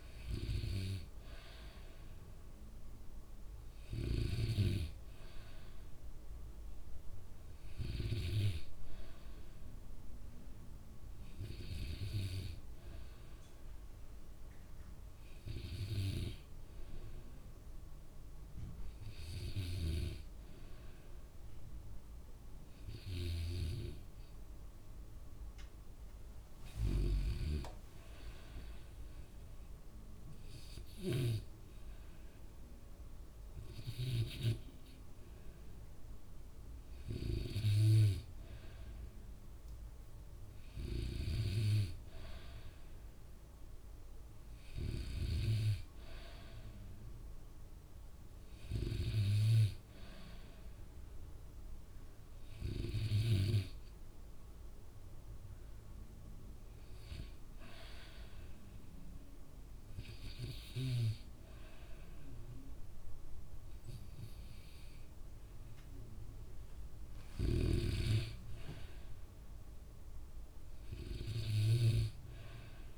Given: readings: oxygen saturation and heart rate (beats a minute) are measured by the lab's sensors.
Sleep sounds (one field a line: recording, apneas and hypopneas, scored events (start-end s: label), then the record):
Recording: breathing in sleep by a room microphone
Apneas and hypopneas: none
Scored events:
67.50-72.00 s: snoring (device-marked)
From the record:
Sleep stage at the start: N2 (light sleep)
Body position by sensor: on the back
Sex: male